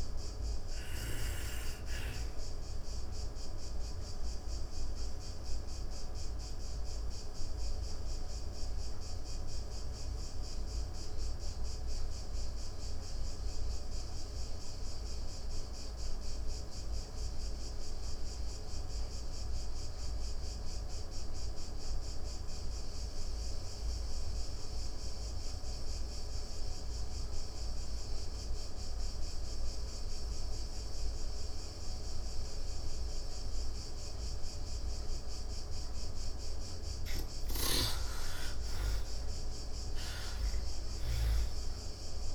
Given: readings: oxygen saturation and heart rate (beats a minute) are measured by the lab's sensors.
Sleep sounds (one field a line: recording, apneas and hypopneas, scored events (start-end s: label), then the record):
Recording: breathing in sleep, hard to hear, by a room microphone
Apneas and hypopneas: 1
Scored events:
0.00-20.50 s: oxygen desaturation (device-marked, oxygen 76% lowest, heart rate 95 extreme)
3.00-34.50 s: obstructive apnea (oxygen 98% before, 76% lowest, heart rate 141 before, 95 extreme, up 18 after)
29.50-42.35 s: oxygen desaturation (device-marked, oxygen 99% before, 82% lowest, heart rate 127 before, 105 extreme)
36.50-41.00 s: arousal
From the record:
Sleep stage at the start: N2 (light sleep)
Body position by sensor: on the back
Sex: female